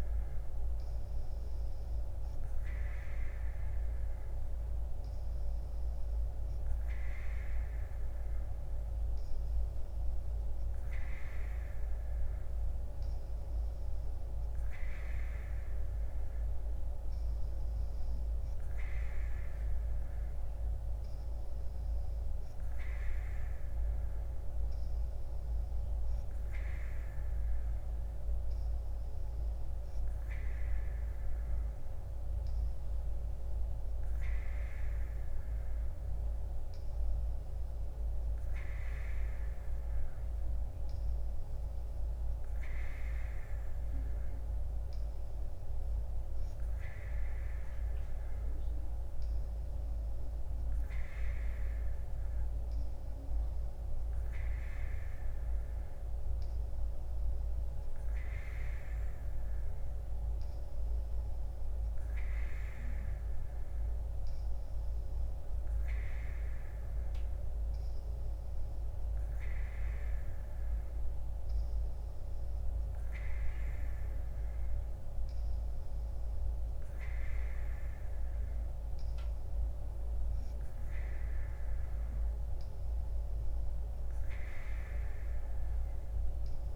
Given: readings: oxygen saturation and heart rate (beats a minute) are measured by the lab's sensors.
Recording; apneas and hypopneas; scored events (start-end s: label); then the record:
breathing in sleep, hard to hear, by a room microphone; none
none scored
From the record:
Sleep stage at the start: N3 (deep sleep); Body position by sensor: on the right side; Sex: female